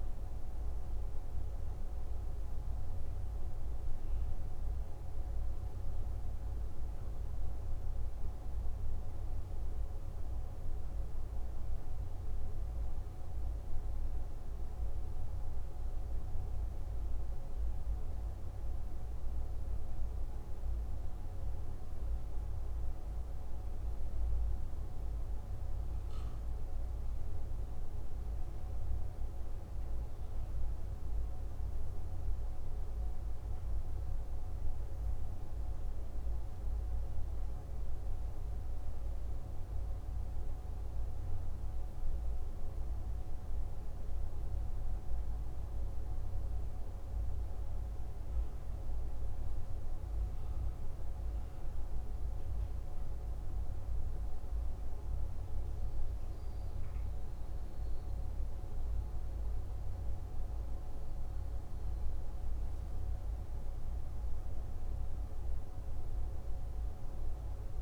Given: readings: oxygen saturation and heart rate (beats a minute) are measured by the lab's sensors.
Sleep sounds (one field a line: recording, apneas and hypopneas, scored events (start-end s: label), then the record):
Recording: breathing in sleep, hard to hear, by a room microphone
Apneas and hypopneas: none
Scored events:
none scored
From the record:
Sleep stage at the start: N2 (light sleep)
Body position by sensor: on the left side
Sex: male